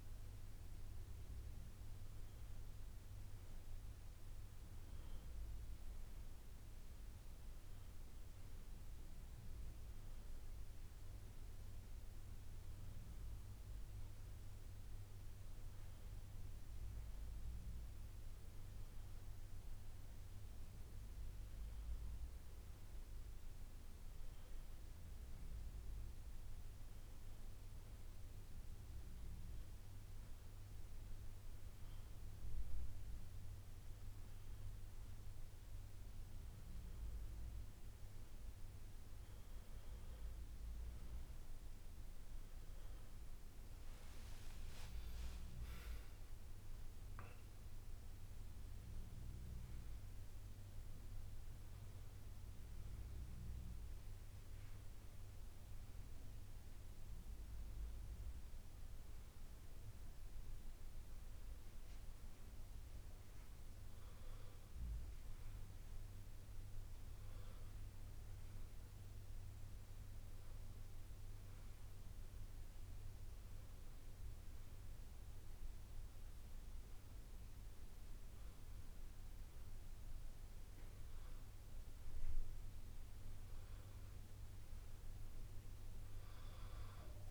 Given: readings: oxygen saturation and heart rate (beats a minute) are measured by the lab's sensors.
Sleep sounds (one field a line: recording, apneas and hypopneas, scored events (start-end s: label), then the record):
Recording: breathing in sleep, hard to hear, by a room microphone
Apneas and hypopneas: none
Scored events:
0.00-7.00 s: drop in pulse transit time (device-marked, heart rate 66 extreme)
41.00-53.00 s: oxygen desaturation (device-marked, oxygen 96% before, 93% lowest, heart rate 67 before, 67 extreme)
44.00-49.00 s: arousal
From the record:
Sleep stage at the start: N1 (lightest sleep)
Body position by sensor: on the back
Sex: male